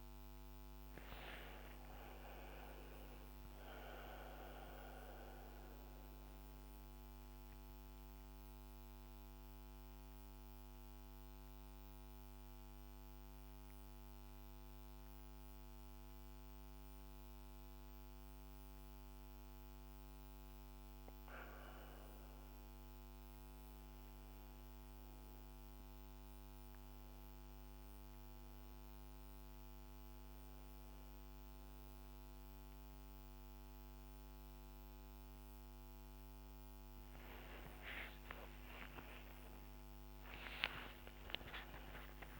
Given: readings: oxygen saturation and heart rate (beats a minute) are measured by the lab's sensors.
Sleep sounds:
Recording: a person awake in a sleep study, by a microphone on the trachea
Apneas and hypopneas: none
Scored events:
none scored
From the record:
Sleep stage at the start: awake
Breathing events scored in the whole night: 565 in 7.1 hours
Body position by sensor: on the back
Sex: female

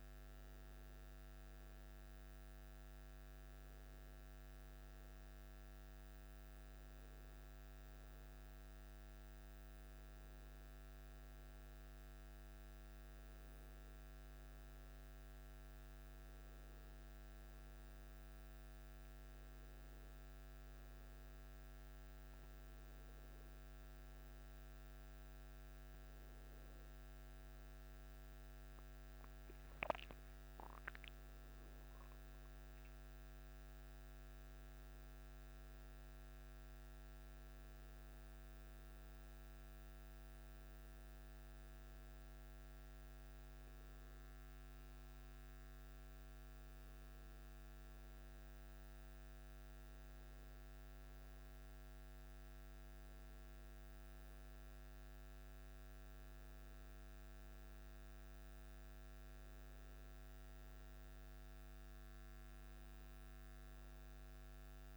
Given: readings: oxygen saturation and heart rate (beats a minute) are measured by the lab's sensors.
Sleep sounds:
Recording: a person awake in a sleep study, hard to hear, by a microphone on the trachea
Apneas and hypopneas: none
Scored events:
none scored
From the record:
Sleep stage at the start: awake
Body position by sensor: on the back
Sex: male

